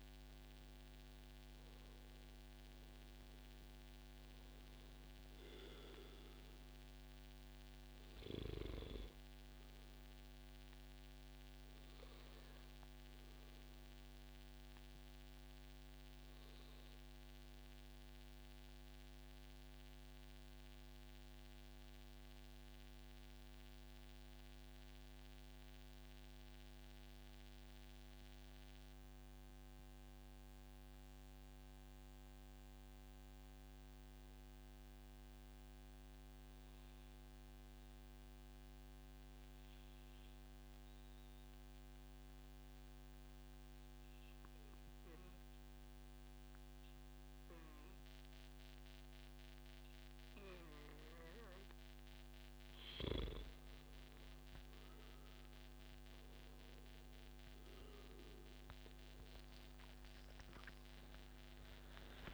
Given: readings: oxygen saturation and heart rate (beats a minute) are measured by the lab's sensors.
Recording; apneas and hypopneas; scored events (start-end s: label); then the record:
breathing in sleep, hard to hear, by a microphone on the trachea; 1
0.50-16.50 s: oxygen desaturation (device-marked, oxygen 96% before, 92% lowest, heart rate 139 before, 91 extreme)
14.50-16.50 s: long interval between heartbeats (device-marked, heart rate 135 before, 124 extreme)
14.50-50.00 s: mixed apnea (oxygen 96% before, 92% lowest, heart rate 135 before, 91 extreme, up 1 after)
50.50-62.33 s: oxygen desaturation (device-marked, oxygen 98% before, 92% lowest, heart rate 143 before, 97 extreme)
57.50-62.00 s: arousal
From the record:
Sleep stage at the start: N2 (light sleep); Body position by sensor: on the back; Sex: male